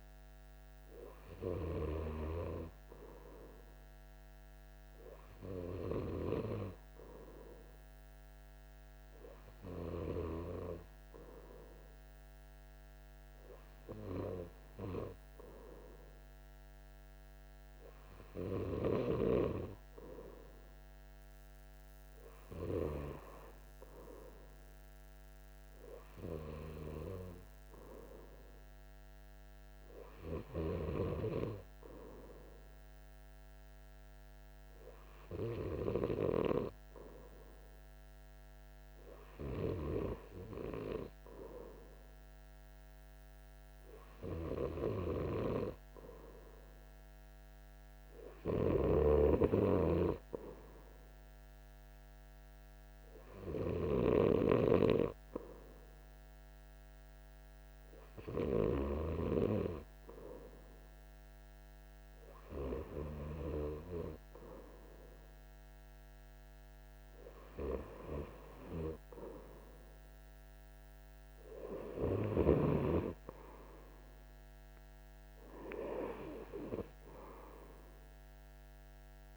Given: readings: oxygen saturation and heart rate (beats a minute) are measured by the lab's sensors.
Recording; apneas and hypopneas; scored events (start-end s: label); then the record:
breathing in sleep by a microphone on the trachea; none
40.50-79.37 s: new sleep stage, N2 (light sleep)
From the record:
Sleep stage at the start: REM sleep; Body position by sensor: on the right side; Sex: male